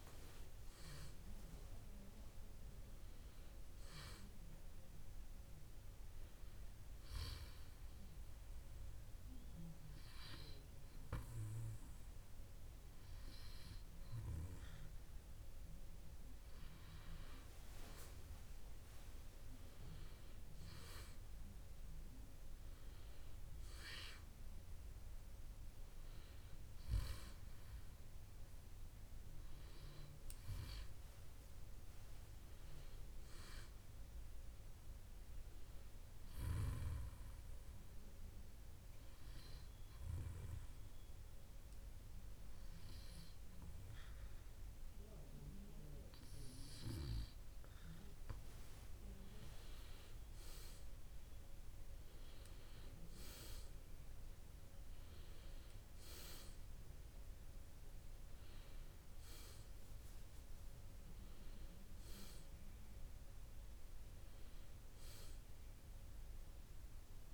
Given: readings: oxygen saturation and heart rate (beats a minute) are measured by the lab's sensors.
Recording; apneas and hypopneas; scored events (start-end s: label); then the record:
breathing in sleep by a room microphone; 2
7.00-18.50 s: hypopnea (oxygen 95% before, 94% lowest, heart rate 66 before, 64 extreme, up 5 after)
21.50-25.00 s: arousal
38.50-49.50 s: obstructive apnea (oxygen 96% before, 94% lowest, heart rate 67 before, 63 extreme, up 5 after)
52.00-56.00 s: arousal
From the record:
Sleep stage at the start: N2 (light sleep); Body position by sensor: on the back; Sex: male